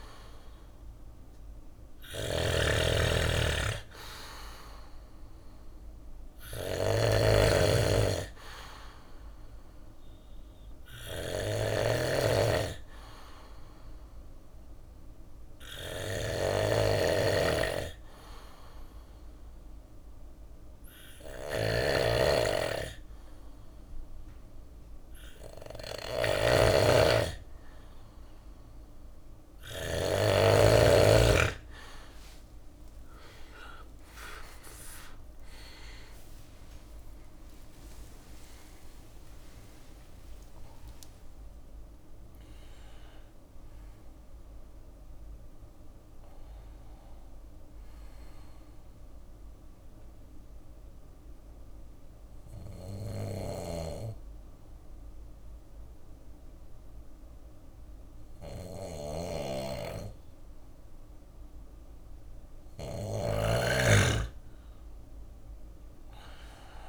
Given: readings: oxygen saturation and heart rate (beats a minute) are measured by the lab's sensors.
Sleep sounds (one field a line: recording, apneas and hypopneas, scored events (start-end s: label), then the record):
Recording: breathing in sleep by a room microphone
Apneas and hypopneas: 2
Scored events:
0.00-2.00 s: drop in pulse transit time (device-marked)
0.00-3.00 s: arousal
0.00-29.00 s: snoring (device-marked)
0.00-39.00 s: bradycardia (device-marked)
1.00-3.00 s: long interval between heartbeats (device-marked)
9.50-23.50 s: obstructive apnea (oxygen 98% before, 93% lowest)
15.00-19.00 s: drop in pulse transit time (device-marked)
34.00-39.50 s: arousal
38.00-40.00 s: long interval between heartbeats (device-marked)
40.00-52.00 s: drop in pulse transit time (device-marked)
49.00-62.50 s: obstructive apnea (oxygen 97% before, 93% lowest, heart rate 42 before, 56 extreme, up 3 after)
52.00-66.00 s: bradycardia (device-marked, heart rate 52 before, 56 extreme)
52.50-62.50 s: snoring (device-marked)
64.50-66.89 s: arousal
From the record:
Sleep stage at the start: N2 (light sleep)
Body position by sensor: on the back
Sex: male